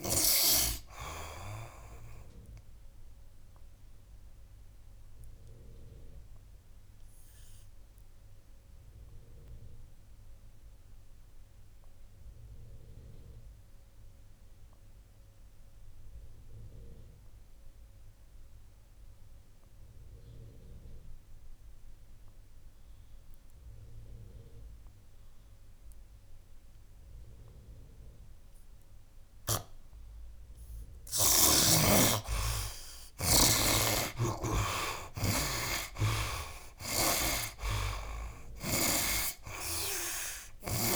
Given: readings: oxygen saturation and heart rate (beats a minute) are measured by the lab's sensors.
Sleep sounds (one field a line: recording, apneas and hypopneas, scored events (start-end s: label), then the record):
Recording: breathing in sleep by a room microphone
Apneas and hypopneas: 1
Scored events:
0.00-16.50 s: oxygen desaturation (device-marked, oxygen 49% lowest, heart rate 69 extreme)
2.50-30.50 s: obstructive apnea (oxygen 86% before, 49% lowest, heart rate 88 before, 69 extreme, up 24 after)
18.50-40.96 s: oxygen desaturation (device-marked, oxygen 94% before, 53% lowest, heart rate 86 before, 70 extreme)
32.50-37.00 s: arousal
36.50-40.50 s: snoring (device-marked)
From the record:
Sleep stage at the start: REM sleep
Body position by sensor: on the right side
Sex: male